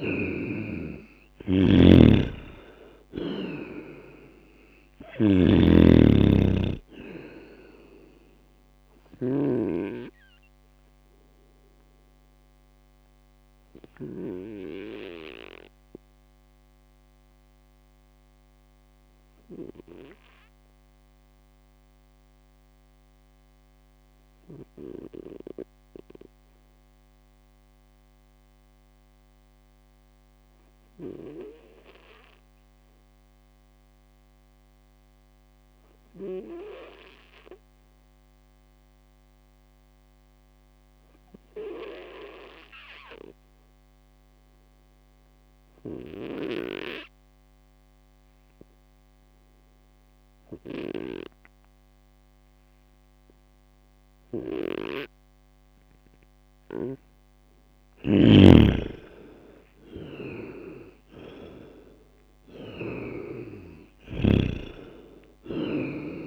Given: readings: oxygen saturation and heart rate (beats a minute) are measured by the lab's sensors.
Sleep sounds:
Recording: breathing in sleep by a microphone on the trachea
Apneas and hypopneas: 1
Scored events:
0.00-2.00 s: arousal
0.00-9.00 s: snoring (device-marked)
11.50-55.50 s: obstructive apnea (oxygen 99% before, 94% lowest)
57.50-63.00 s: snoring (device-marked)
58.00-62.00 s: arousal
From the record:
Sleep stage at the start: N2 (light sleep)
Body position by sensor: on the right side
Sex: male

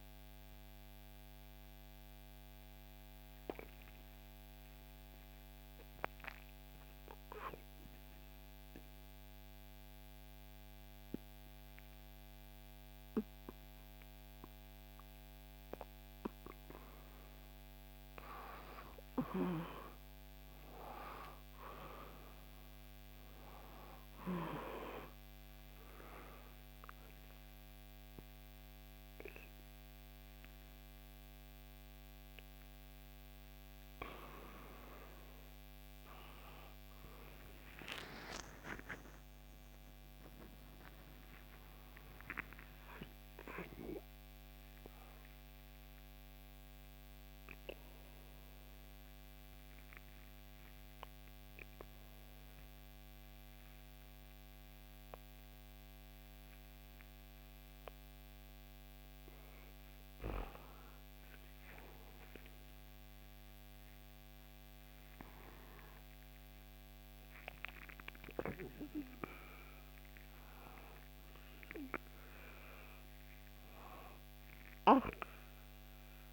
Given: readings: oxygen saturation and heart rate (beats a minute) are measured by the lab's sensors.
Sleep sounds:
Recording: breathing in sleep by a microphone on the trachea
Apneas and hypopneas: 2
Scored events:
0.50-16.00 s: obstructive apnea (oxygen 98% before, 94% lowest, heart rate 73 before, 65 extreme, up 0 after)
17.50-76.33 s: new sleep stage, N2 (light sleep)
18.00-22.50 s: arousal
22.50-42.50 s: oxygen desaturation (device-marked, oxygen 98% before, 94% lowest, heart rate 71 before, 62 extreme)
46.00-59.00 s: obstructive apnea (oxygen 98% before, 92% lowest, heart rate 68 before, 62 extreme, up 5 after)
61.50-66.00 s: arousal
From the record:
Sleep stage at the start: N1 (lightest sleep)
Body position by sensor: on the back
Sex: female

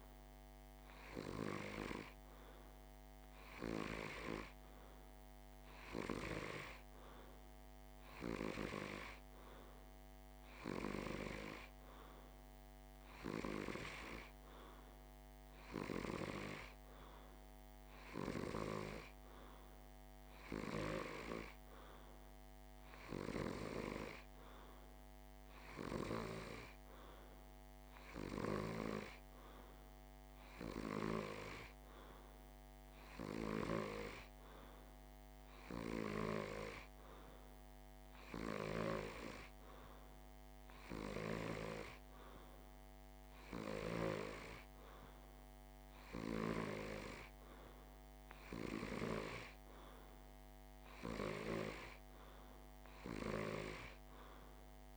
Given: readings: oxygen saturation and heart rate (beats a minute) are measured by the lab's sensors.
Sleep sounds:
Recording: breathing in sleep by a microphone on the trachea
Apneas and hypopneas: none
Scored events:
none scored
From the record:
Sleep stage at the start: N2 (light sleep)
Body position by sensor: on the back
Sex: male

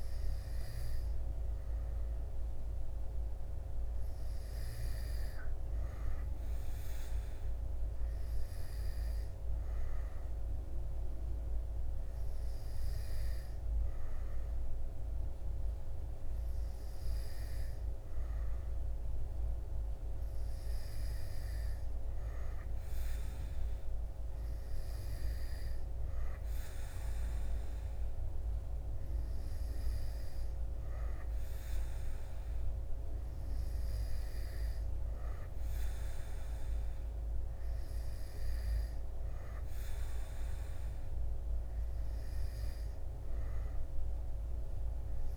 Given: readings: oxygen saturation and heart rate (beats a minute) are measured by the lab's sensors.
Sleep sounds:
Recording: breathing in sleep, hard to hear, by a room microphone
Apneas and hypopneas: none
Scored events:
none scored
From the record:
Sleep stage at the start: N2 (light sleep)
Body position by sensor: on the back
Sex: male

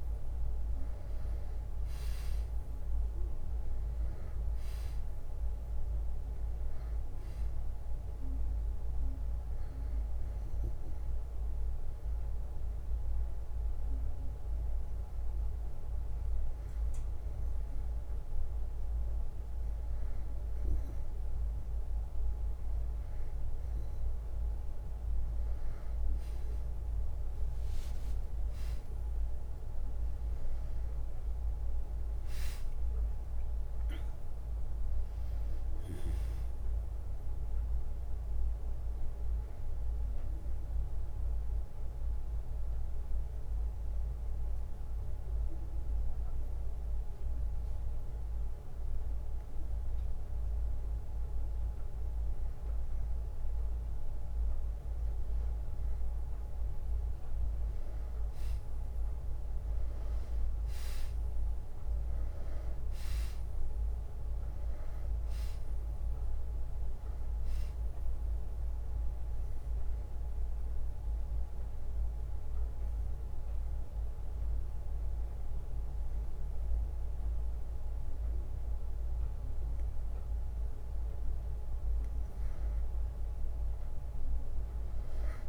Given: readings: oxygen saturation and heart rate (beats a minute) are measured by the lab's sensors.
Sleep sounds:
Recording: breathing in sleep, hard to hear, by a room microphone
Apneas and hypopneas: 3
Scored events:
0.00-3.00 s: arousal
0.00-12.00 s: drop in pulse transit time (device-marked, heart rate 62 extreme)
10.00-21.00 s: hypopnea (oxygen 96% before, 92% lowest, heart rate 63 before, 61 extreme, up 0 after)
17.00-26.00 s: oxygen desaturation (device-marked, oxygen 95% before, 92% lowest, heart rate 64 before, 54 extreme)
26.50-30.50 s: arousal
32.00-46.00 s: drop in pulse transit time (device-marked, heart rate 62 before, 62 extreme)
34.00-46.00 s: oxygen desaturation (device-marked, oxygen 96% before, 93% lowest, heart rate 62 before, 54 extreme)
40.00-52.50 s: obstructive apnea (oxygen 96% before, 91% lowest, heart rate 63 before, 54 extreme, up 9 after)
44.00-51.00 s: bradycardia (device-marked, heart rate 65 before, 54 extreme)
57.50-62.00 s: arousal
58.00-61.00 s: bradycardia (device-marked, heart rate 65 before, 61 extreme)
63.00-65.00 s: bradycardia (device-marked, heart rate 65 before, 59 extreme)
63.00-73.00 s: drop in pulse transit time (device-marked, heart rate 59 before, 55 extreme)
66.00-85.49 s: oxygen desaturation (device-marked, oxygen 96% before, 92% lowest, heart rate 58 before, 54 extreme)
71.00-81.00 s: obstructive apnea (oxygen 96% before, 90% lowest, heart rate 59 before, 56 extreme, up 1 after)
From the record:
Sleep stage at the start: N2 (light sleep)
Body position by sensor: on the back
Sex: male

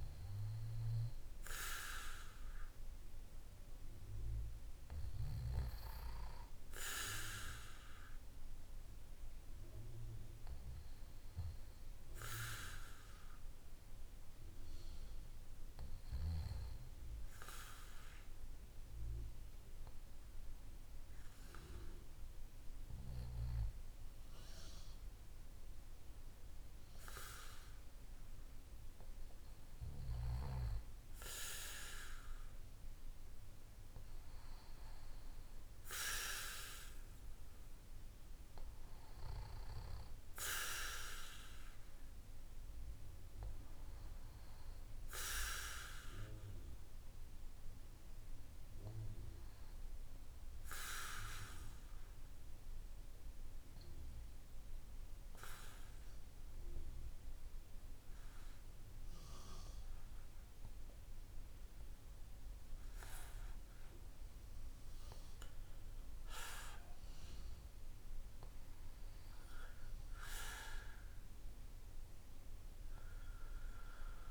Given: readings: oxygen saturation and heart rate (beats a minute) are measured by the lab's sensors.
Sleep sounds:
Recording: breathing in sleep by a room microphone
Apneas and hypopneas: 2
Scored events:
12.00-26.50 s: hypopnea (oxygen 95% before, 95% lowest, heart rate 56 before, 50 extreme, up 2 after)
28.50-33.00 s: arousal
54.50-65.50 s: obstructive apnea (oxygen 95% before, 95% lowest, heart rate 53 before, 49 extreme, up 6 after)
67.00-70.50 s: arousal
From the record:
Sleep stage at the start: REM sleep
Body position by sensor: on the back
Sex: male

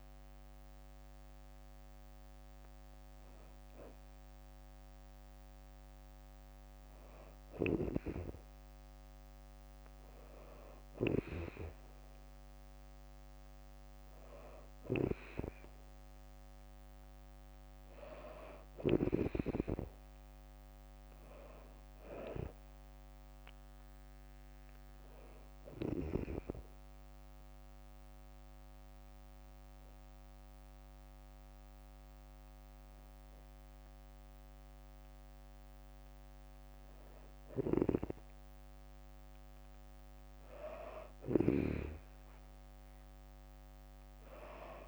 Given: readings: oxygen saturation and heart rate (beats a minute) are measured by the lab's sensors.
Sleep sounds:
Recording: breathing in sleep by a microphone on the trachea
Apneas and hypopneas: 1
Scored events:
7.00-11.00 s: snoring (device-marked)
18.50-30.50 s: drop in pulse transit time (device-marked, heart rate 65 before, 65 extreme)
19.00-22.50 s: arousal
26.50-37.50 s: hypopnea (oxygen 97% before, 93% lowest, heart rate 68 before, 63 extreme, up 3 after)
37.00-44.87 s: snoring (device-marked)
41.50-44.00 s: arousal
From the record:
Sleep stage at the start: N2 (light sleep)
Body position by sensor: on the back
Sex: female

